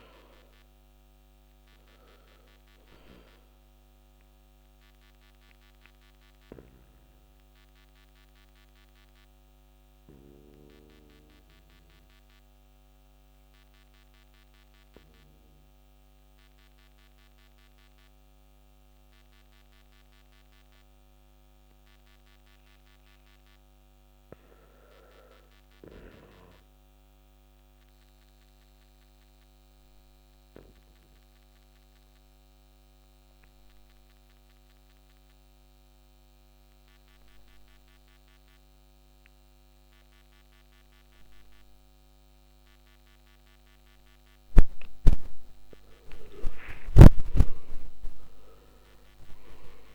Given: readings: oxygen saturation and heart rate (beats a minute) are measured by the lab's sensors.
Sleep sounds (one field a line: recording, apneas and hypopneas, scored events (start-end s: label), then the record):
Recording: breathing in sleep by a microphone on the trachea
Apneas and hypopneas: 1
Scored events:
0.00-22.00 s: oxygen desaturation (device-marked, oxygen 83% lowest, heart rate 48 extreme)
4.50-45.00 s: obstructive apnea (oxygen 99% before, 83% lowest, heart rate 64 before, 49 extreme, up 20 after)
46.00-49.94 s: arousal
From the record:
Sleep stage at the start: N2 (light sleep)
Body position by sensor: on the back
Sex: male